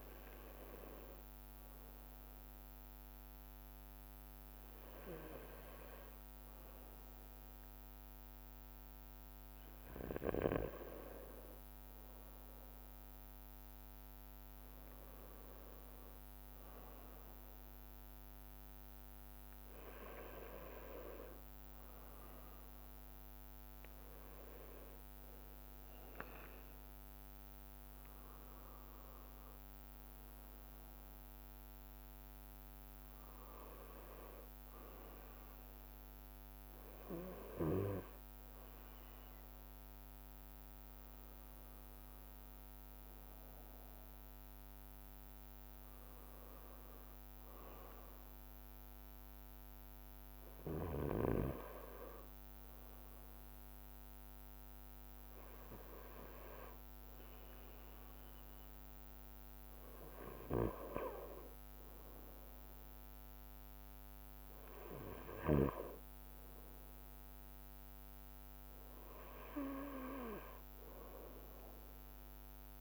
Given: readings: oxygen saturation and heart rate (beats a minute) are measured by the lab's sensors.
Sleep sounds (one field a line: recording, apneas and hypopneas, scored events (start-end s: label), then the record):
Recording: breathing in sleep by a microphone on the trachea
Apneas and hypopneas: none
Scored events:
0.00-12.50 s: bradycardia (device-marked, heart rate 58 extreme)
19.50-21.50 s: bradycardia (device-marked, heart rate 34 before, 59 extreme)
32.50-38.50 s: bradycardia (device-marked, heart rate 35 before, 59 extreme)
47.50-53.50 s: bradycardia (device-marked, heart rate 36 before, 59 extreme)
68.50-72.81 s: bradycardia (device-marked, heart rate 38 before, 58 extreme)
From the record:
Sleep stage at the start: N2 (light sleep)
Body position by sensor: on the right side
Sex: male